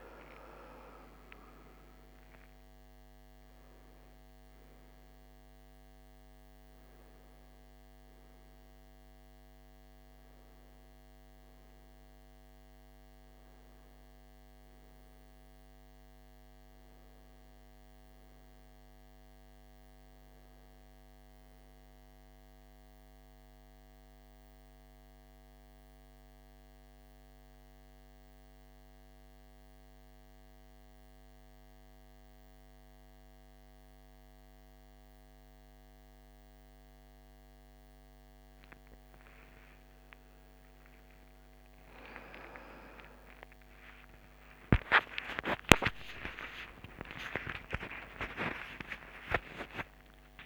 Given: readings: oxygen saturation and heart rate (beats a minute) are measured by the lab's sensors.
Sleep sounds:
breathing in sleep by a microphone on the trachea; 1
0.00-17.50 s: oxygen desaturation (device-marked, oxygen 88% lowest, heart rate 59 extreme)
23.00-38.00 s: central apnea (oxygen 99% before, 87% lowest, heart rate 64 before, 59 extreme, up 29 after)
39.50-44.00 s: arousal
39.50-50.46 s: oxygen desaturation (device-marked, oxygen 99% before, 87% lowest, heart rate 60 before, 56 extreme)
From the record:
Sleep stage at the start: N1 (lightest sleep); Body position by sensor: on the back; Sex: male

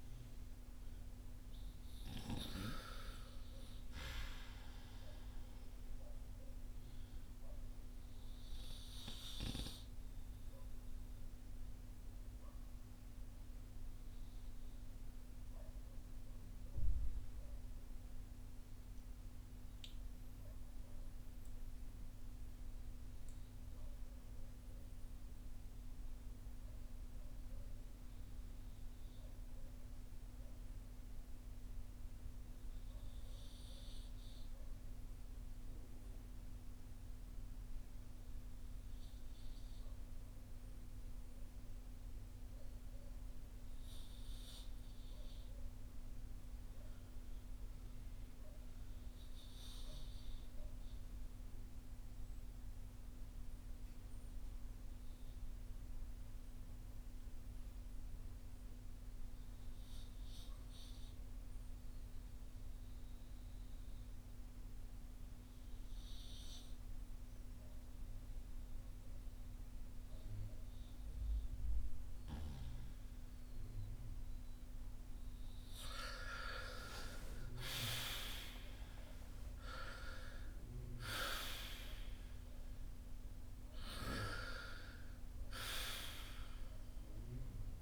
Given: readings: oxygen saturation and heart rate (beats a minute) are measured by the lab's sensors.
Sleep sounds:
breathing in sleep by a room microphone; 1
0.00-2.00 s: arousal
0.00-3.00 s: oxygen desaturation (device-marked, oxygen 79% lowest, heart rate 42 extreme)
7.00-87.82 s: new sleep stage, REM sleep
9.50-74.00 s: obstructive apnea (oxygen 97% before, 78% lowest, heart rate 53 before, 42 extreme, up 10 after)
43.00-87.82 s: oxygen desaturation (device-marked, oxygen 94% before, 79% lowest, heart rate 48 before, 42 extreme)
75.50-81.50 s: arousal
From the record:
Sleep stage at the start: N2 (light sleep); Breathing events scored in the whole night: 340 in 7.2 hours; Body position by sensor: on the back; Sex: male

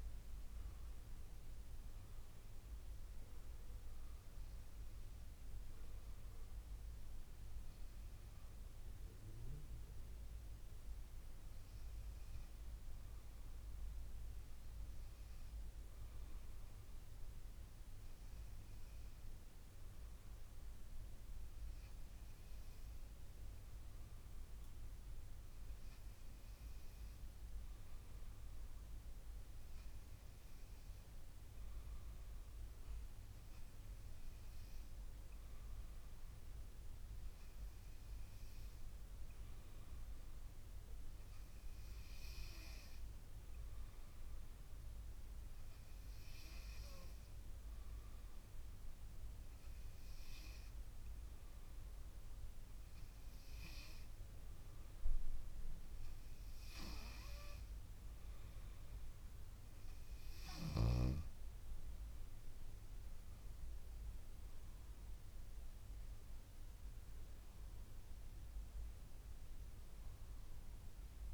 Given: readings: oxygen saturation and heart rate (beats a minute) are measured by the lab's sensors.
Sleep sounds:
breathing in sleep, hard to hear, by a room microphone; 1
27.50-59.00 s: hypopnea (oxygen 98% before, 95% lowest, heart rate 55 before, 52 extreme, up 5 after)
63.00-66.50 s: arousal
From the record:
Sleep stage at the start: N2 (light sleep); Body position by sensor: on the back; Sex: female

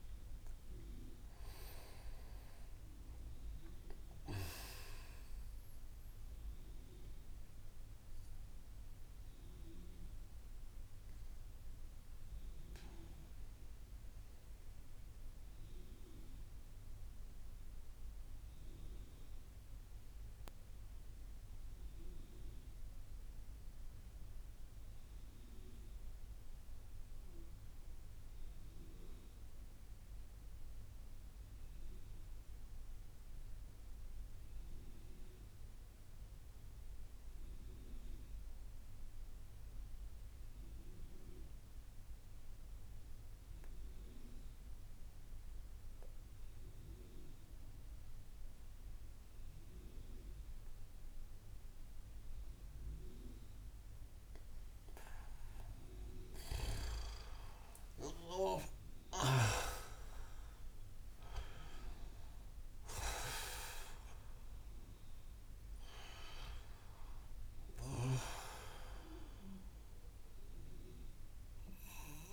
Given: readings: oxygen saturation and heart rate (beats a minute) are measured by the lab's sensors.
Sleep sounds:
breathing in sleep by a room microphone; 1
0.00-23.50 s: oxygen desaturation (device-marked, oxygen 88% lowest)
6.50-55.00 s: mixed apnea (oxygen 96% before, 88% lowest)
45.50-69.50 s: oxygen desaturation (device-marked, oxygen 97% before, 89% lowest)
56.00-61.00 s: arousal
67.50-72.33 s: snoring (device-marked)
From the record:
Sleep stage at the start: N2 (light sleep); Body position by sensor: on the back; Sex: male

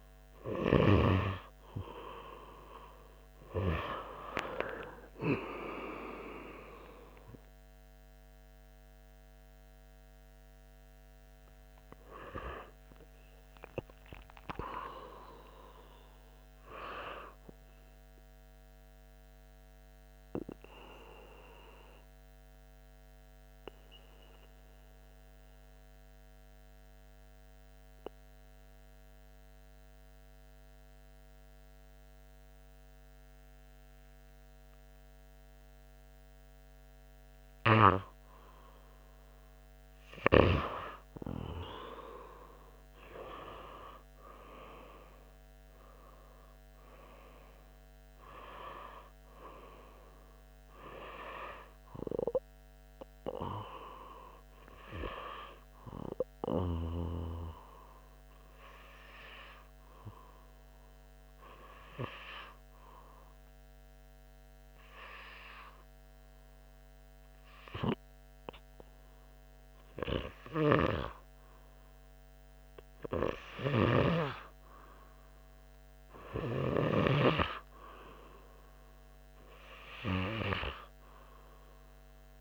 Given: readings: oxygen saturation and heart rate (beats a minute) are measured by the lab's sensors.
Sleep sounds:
breathing in sleep by a microphone on the trachea; 2
9.00-14.00 s: arousal
15.50-29.50 s: oxygen desaturation (device-marked, oxygen 99% before, 96% lowest, heart rate 94 before, 88 extreme)
23.50-36.50 s: obstructive apnea (oxygen 99% before, 96% lowest, heart rate 97 before, 88 extreme, up 0 after)
42.00-46.50 s: arousal
57.00-68.50 s: hypopnea (oxygen 100% before, 95% lowest, heart rate 92 before, 90 extreme)
72.50-77.00 s: arousal
From the record:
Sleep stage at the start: N2 (light sleep); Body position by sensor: on the front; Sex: male

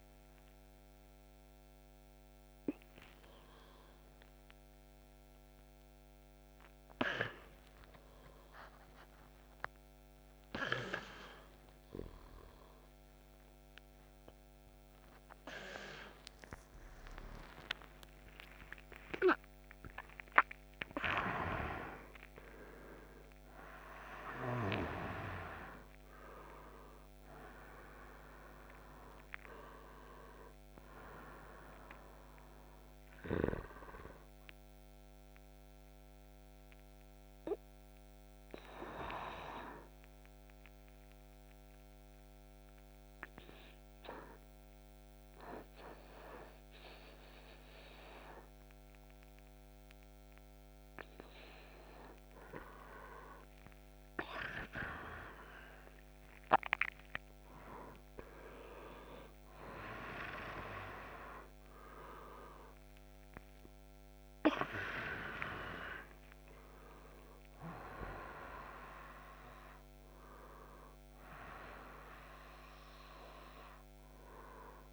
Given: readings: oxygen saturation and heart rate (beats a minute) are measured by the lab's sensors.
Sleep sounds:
a person partly awake in a sleep study, by a microphone on the trachea; 1
14.00-37.00 s: oxygen desaturation (device-marked, oxygen 98% before, 95% lowest)
31.00-74.93 s: new sleep stage, N1 (lightest sleep)
36.00-50.50 s: obstructive apnea (oxygen 98% before, 95% lowest, heart rate 104 before, 105 extreme, up 11 after)
52.50-56.50 s: arousal
From the record:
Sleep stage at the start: awake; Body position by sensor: upright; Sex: male

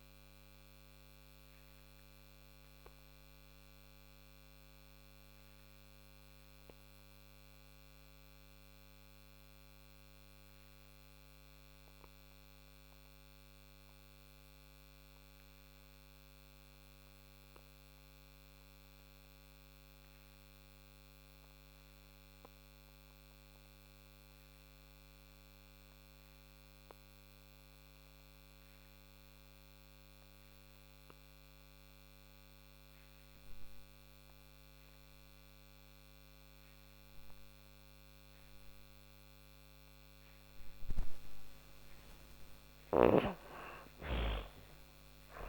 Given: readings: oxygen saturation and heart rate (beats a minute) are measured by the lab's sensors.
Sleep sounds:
breathing in sleep, hard to hear, by a microphone on the trachea; 1
0.00-14.00 s: oxygen desaturation (device-marked, oxygen 85% lowest, heart rate 37 extreme)
1.50-40.50 s: obstructive apnea (oxygen 98% before, 84% lowest, heart rate 81 before, 37 extreme, up 43 after)
32.00-45.48 s: oxygen desaturation (device-marked, oxygen 98% before, 84% lowest, heart rate 51 before, 39 extreme)
41.00-45.00 s: snoring (device-marked)
42.00-45.48 s: arousal
From the record:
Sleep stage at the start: N2 (light sleep); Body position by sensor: on the back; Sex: female

